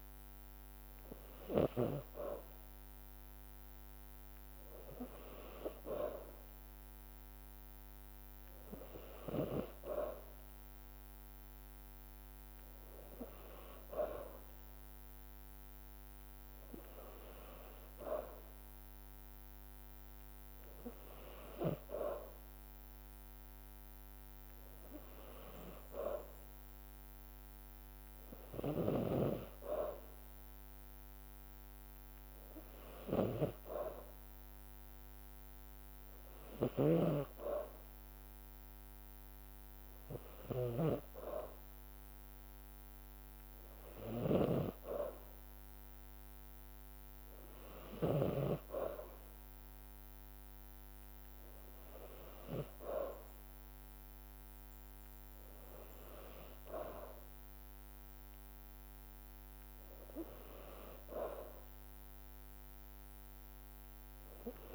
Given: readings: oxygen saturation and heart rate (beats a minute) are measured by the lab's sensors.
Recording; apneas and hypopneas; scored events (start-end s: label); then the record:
breathing in sleep by a microphone on the trachea; none
0.00-2.00 s: snoring (device-marked)
28.50-48.50 s: snoring (device-marked)
From the record:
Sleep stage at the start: N2 (light sleep); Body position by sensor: on the back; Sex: female